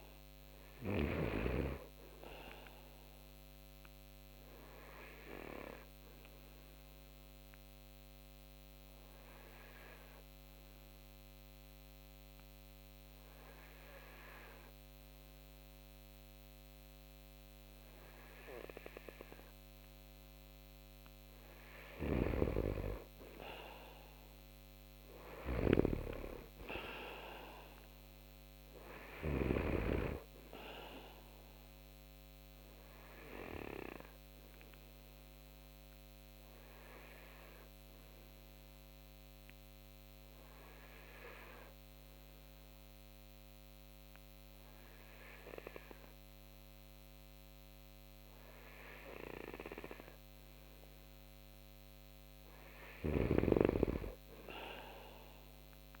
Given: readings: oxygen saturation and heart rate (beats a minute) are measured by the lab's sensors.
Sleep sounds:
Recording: breathing in sleep by a microphone on the trachea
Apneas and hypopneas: 2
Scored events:
0.00-1.00 s: snoring (device-marked)
3.00-21.00 s: oxygen desaturation (device-marked, oxygen 97% before, 91% lowest)
4.00-20.50 s: obstructive apnea (oxygen 97% before, 90% lowest)
23.00-27.50 s: arousal
25.00-29.00 s: snoring (device-marked)
32.00-46.00 s: oxygen desaturation (device-marked, oxygen 96% before, 90% lowest)
32.50-49.50 s: obstructive apnea (oxygen 96% before, 89% lowest)
52.50-54.50 s: arousal
52.50-56.00 s: snoring (device-marked)
From the record:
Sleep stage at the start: N2 (light sleep)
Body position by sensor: on the right side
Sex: male

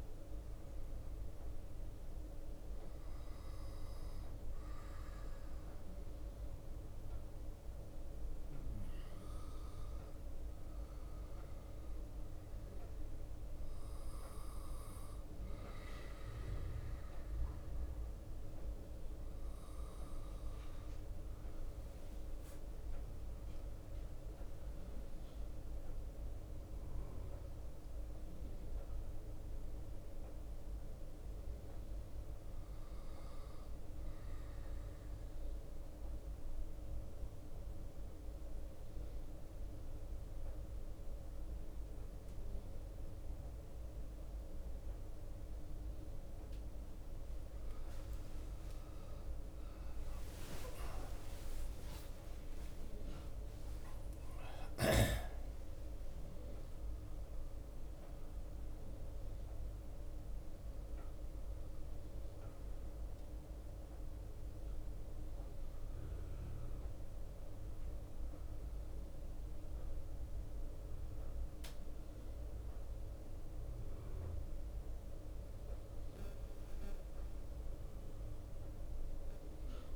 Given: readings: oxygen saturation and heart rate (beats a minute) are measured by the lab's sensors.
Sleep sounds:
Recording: breathing in sleep, hard to hear, by a room microphone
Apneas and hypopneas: 2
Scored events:
0.50-15.50 s: hypopnea (oxygen 95% before, 91% lowest, heart rate 59 before, 56 extreme, up 2 after)
1.50-11.50 s: bradycardia (device-marked, heart rate 54 before, 58 extreme)
4.50-15.50 s: oxygen desaturation (device-marked, oxygen 95% before, 92% lowest, heart rate 59 before, 56 extreme)
6.50-79.96 s: new sleep stage, N2 (light sleep)
13.50-21.50 s: bradycardia (device-marked, heart rate 54 before, 59 extreme)
22.00-26.00 s: arousal
28.50-40.50 s: bradycardia (device-marked, heart rate 54 before, 56 extreme)
31.00-47.50 s: obstructive apnea (oxygen 95% before, 91% lowest, heart rate 59 before, 56 extreme, up 34 after)
49.50-55.50 s: arousal
51.50-64.50 s: drop in pulse transit time (device-marked, heart rate 59 before, 63 extreme)
52.50-54.50 s: long interval between heartbeats (device-marked, heart rate 60 before, 88 extreme)
67.50-75.50 s: bradycardia (device-marked, heart rate 55 before, 58 extreme)
76.50-79.50 s: arousal
From the record:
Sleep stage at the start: N1 (lightest sleep)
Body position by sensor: on the right side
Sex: male

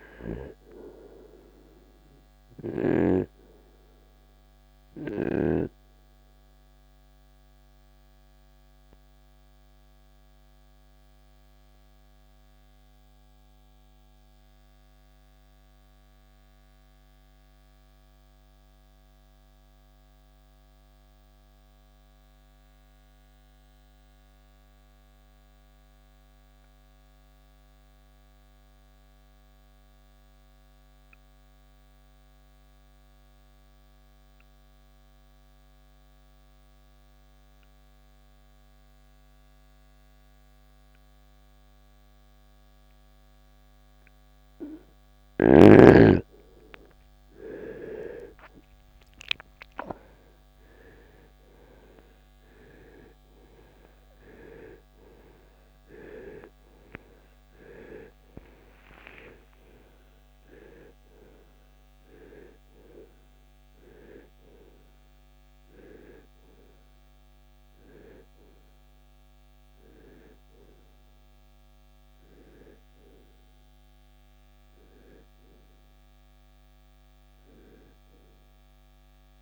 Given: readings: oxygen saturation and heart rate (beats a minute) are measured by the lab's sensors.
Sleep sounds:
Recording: breathing in sleep by a microphone on the trachea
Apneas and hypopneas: 1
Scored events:
0.00-27.50 s: oxygen desaturation (device-marked, oxygen 81% lowest, heart rate 47 extreme)
5.50-45.00 s: obstructive apnea (oxygen 97% before, 78% lowest, heart rate 72 before, 47 extreme, up 15 after)
46.50-50.50 s: arousal
46.50-79.42 s: oxygen desaturation (device-marked, oxygen 96% before, 78% lowest, heart rate 54 before, 52 extreme)
52.50-79.42 s: new sleep stage, N1 (lightest sleep)
From the record:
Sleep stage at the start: N2 (light sleep)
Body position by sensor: on the right side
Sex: male

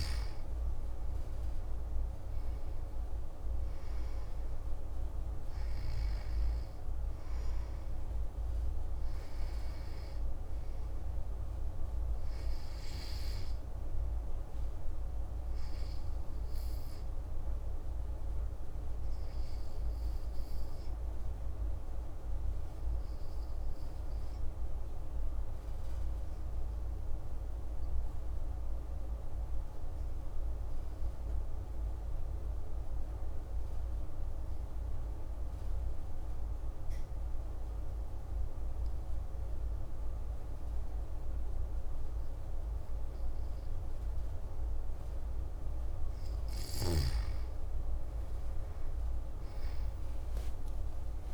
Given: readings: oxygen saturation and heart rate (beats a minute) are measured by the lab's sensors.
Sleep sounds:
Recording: breathing in sleep, hard to hear, by a room microphone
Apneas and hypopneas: 1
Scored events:
17.50-45.50 s: obstructive apnea (oxygen 98% before, 92% lowest)
45.50-51.34 s: oxygen desaturation (device-marked, oxygen 98% before, 93% lowest)
49.00-51.34 s: arousal
From the record:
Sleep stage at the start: N2 (light sleep)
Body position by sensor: on the back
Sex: male

